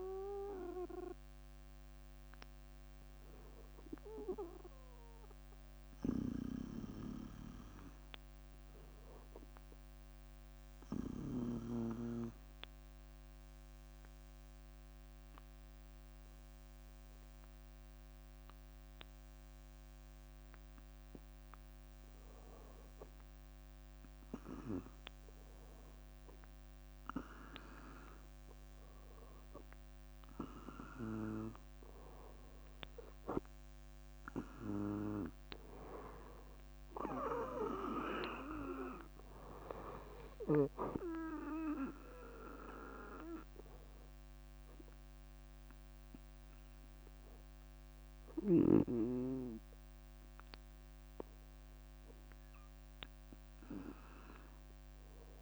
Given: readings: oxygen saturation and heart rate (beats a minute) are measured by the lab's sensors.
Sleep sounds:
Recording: breathing in sleep by a microphone on the trachea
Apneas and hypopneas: 1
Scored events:
7.50-22.00 s: obstructive apnea (oxygen 98% before, 93% lowest, heart rate 66 before, 63 extreme, up 3 after)
24.00-28.50 s: arousal
30.00-50.00 s: oxygen desaturation (device-marked, oxygen 98% before, 94% lowest, heart rate 64 before, 66 extreme)
53.50-55.42 s: arousal
From the record:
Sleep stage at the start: REM sleep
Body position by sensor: on the right side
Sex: female

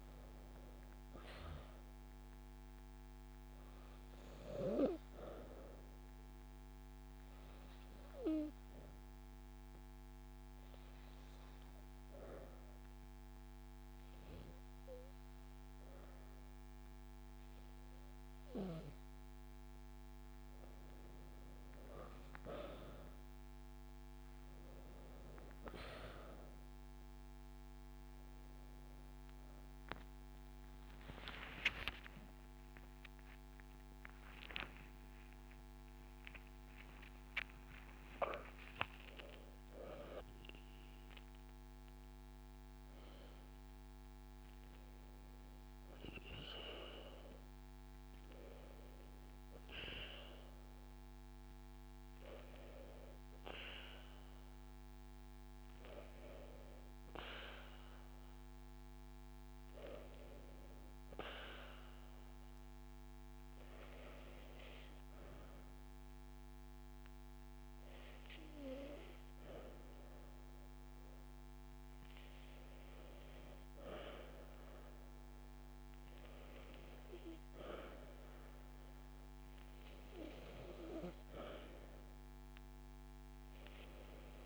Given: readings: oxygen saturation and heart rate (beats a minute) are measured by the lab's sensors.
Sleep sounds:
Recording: breathing in sleep by a microphone on the trachea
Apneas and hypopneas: 2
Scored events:
5.50-19.50 s: obstructive apnea (oxygen 97% before, 90% lowest)
18.00-20.00 s: long interval between heartbeats (device-marked)
18.50-84.45 s: new sleep stage, N2 (light sleep)
29.50-35.50 s: oxygen desaturation (device-marked, oxygen 96% before, 93% lowest)
32.00-38.00 s: arousal
34.00-36.00 s: long interval between heartbeats (device-marked)
37.50-39.50 s: long interval between heartbeats (device-marked)
56.50-61.00 s: arousal
64.00-75.50 s: hypopnea (oxygen 97% before, 93% lowest)
77.50-80.50 s: arousal
From the record:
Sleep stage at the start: REM sleep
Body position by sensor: on the back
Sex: female

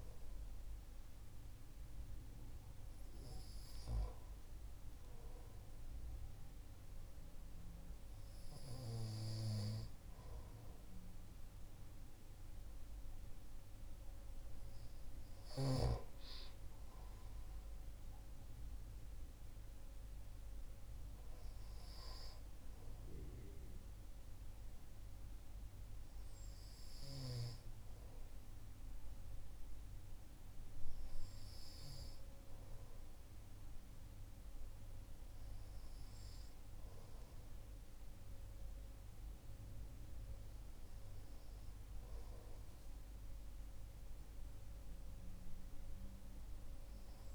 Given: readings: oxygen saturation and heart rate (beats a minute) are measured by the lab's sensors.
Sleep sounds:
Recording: breathing in sleep by a room microphone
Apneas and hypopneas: none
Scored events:
none scored
From the record:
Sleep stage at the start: REM sleep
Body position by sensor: on the right side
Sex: male

